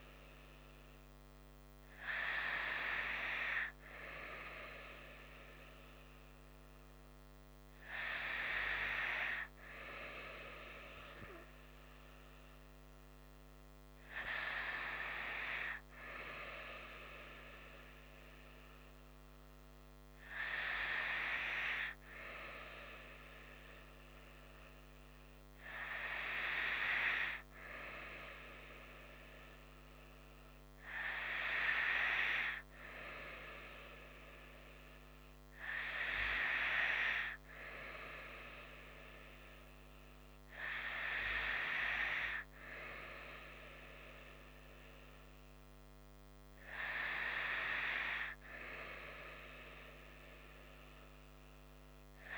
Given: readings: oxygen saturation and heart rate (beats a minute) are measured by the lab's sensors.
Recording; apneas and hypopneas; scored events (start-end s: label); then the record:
breathing in sleep by a microphone on the trachea; none
none scored
From the record:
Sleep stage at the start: N2 (light sleep); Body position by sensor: on the right side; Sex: female